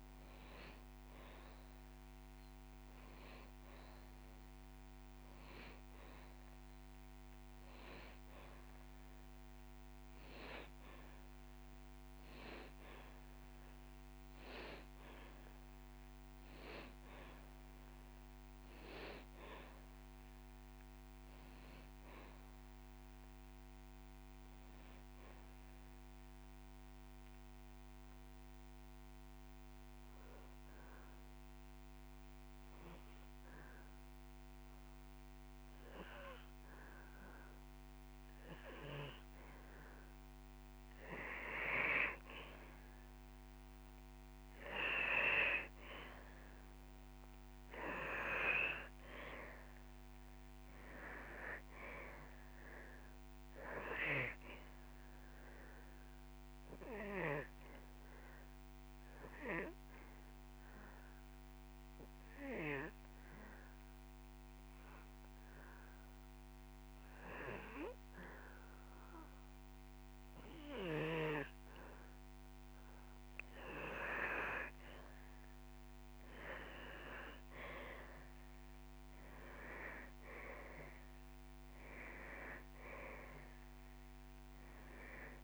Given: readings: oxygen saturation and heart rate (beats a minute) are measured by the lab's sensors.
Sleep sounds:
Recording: breathing in sleep by a microphone on the trachea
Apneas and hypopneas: 2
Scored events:
1.50-3.50 s: long interval between heartbeats (device-marked)
5.00-15.00 s: drop in pulse transit time (device-marked)
9.50-11.50 s: long interval between heartbeats (device-marked)
19.00-21.00 s: long interval between heartbeats (device-marked)
19.00-22.50 s: arousal
26.50-38.50 s: obstructive apnea (oxygen 100% before, 93% lowest)
29.50-31.50 s: long interval between heartbeats (device-marked)
34.00-43.00 s: drop in pulse transit time (device-marked)
39.50-41.50 s: long interval between heartbeats (device-marked)
40.50-44.00 s: arousal
47.00-75.00 s: oxygen desaturation (device-marked, oxygen 99% before, 93% lowest)
49.50-51.50 s: long interval between heartbeats (device-marked)
56.50-72.50 s: obstructive apnea (oxygen 100% before, 93% lowest)
60.00-62.00 s: long interval between heartbeats (device-marked)
70.00-72.00 s: long interval between heartbeats (device-marked)
76.50-80.50 s: arousal
84.00-85.44 s: oxygen desaturation (device-marked, oxygen 98% before, 93% lowest)
From the record:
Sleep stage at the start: N2 (light sleep)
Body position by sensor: on the back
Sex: male

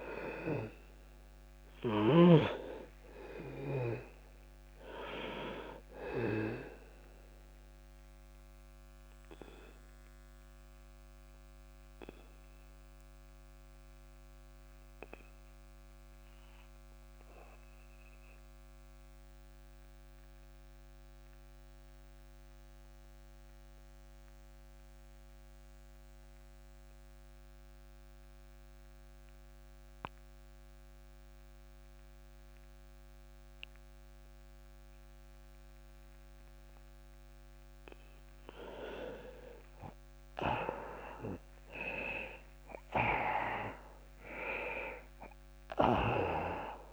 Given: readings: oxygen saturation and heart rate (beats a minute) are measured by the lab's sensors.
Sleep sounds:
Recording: breathing in sleep by a microphone on the trachea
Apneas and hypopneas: 1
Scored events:
0.00-1.50 s: arousal
1.50-31.50 s: oxygen desaturation (device-marked, oxygen 99% before, 90% lowest, heart rate 51 before, 27 extreme)
7.50-36.00 s: obstructive apnea (oxygen 99% before, 90% lowest, heart rate 50 before, 27 extreme, up 12 after)
37.50-42.00 s: arousal
43.50-46.92 s: oxygen desaturation (device-marked, oxygen 99% before, 91% lowest)
From the record:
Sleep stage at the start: N2 (light sleep)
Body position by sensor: on the back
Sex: male

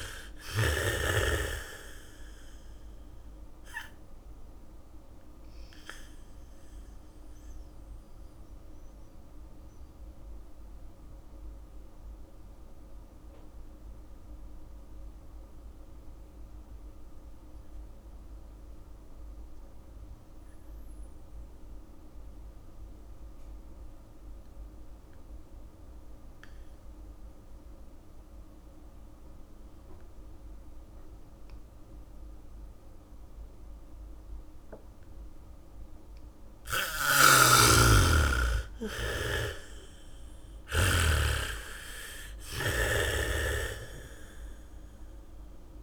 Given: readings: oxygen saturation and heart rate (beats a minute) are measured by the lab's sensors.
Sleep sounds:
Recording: breathing in sleep by a room microphone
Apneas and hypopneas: 1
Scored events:
0.00-1.00 s: bradycardia (device-marked, heart rate 44 extreme)
0.00-21.00 s: oxygen desaturation (device-marked, oxygen 79% lowest)
5.00-35.00 s: mixed apnea (oxygen 98% before, 78% lowest)
28.00-45.83 s: oxygen desaturation (device-marked, oxygen 98% before, 78% lowest)
31.00-45.83 s: bradycardia (device-marked)
37.00-41.50 s: snoring (device-marked)
38.00-42.00 s: arousal
From the record:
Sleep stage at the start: N2 (light sleep)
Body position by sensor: on the back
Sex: female

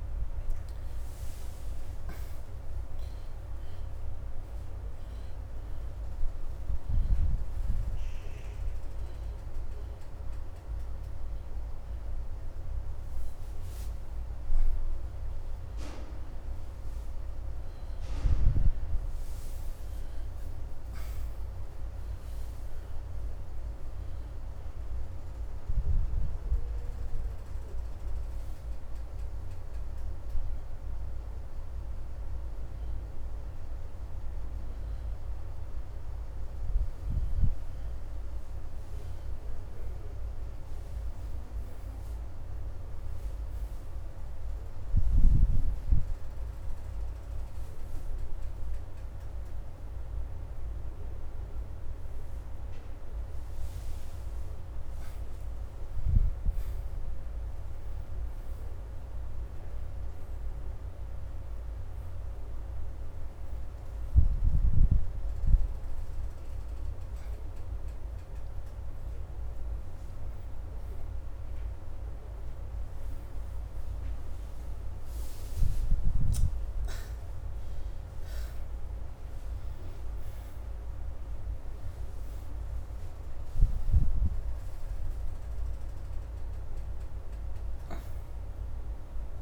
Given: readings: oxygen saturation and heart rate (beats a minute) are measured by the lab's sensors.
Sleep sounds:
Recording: a person awake in a sleep study, hard to hear, by a room microphone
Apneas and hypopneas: none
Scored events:
8.50-17.50 s: oxygen desaturation (device-marked, oxygen 87% before, 83% lowest, heart rate 86 before, 83 extreme)
32.50-42.50 s: oxygen desaturation (device-marked, oxygen 86% before, 83% lowest, heart rate 88 before, 83 extreme)
44.50-59.50 s: oxygen desaturation (device-marked, oxygen 88% before, 83% lowest, heart rate 86 before, 85 extreme)
From the record:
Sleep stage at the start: awake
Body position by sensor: on the left side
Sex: female

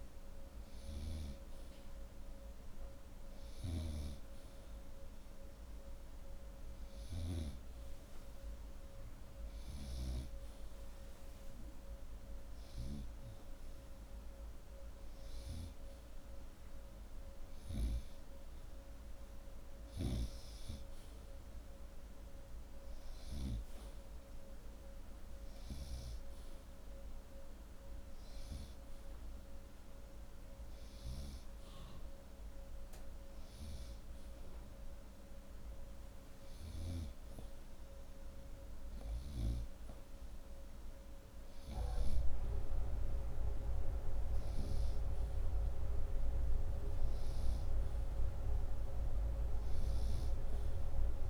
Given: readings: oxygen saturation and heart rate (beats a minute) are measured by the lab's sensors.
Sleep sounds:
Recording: breathing in sleep by a room microphone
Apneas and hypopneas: none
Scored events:
none scored
From the record:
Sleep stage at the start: N2 (light sleep)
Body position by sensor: upright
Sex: male

